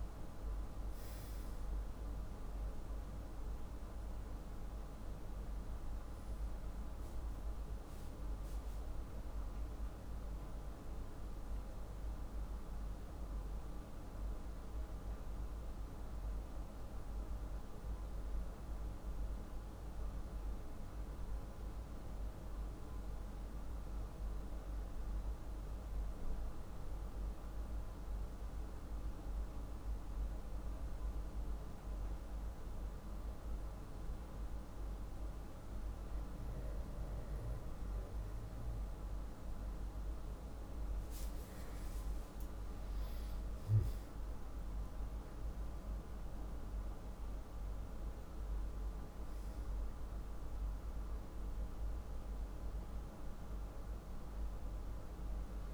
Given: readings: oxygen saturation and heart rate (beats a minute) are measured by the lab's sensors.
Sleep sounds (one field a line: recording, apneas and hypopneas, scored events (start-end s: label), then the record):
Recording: breathing in sleep, hard to hear, by a room microphone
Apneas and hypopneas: 1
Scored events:
14.00-37.00 s: hypopnea (oxygen 97% before, 95% lowest, heart rate 72 before, 44 extreme, up 32 after)
42.00-46.00 s: arousal
From the record:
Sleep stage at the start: N2 (light sleep)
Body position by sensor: on the back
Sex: male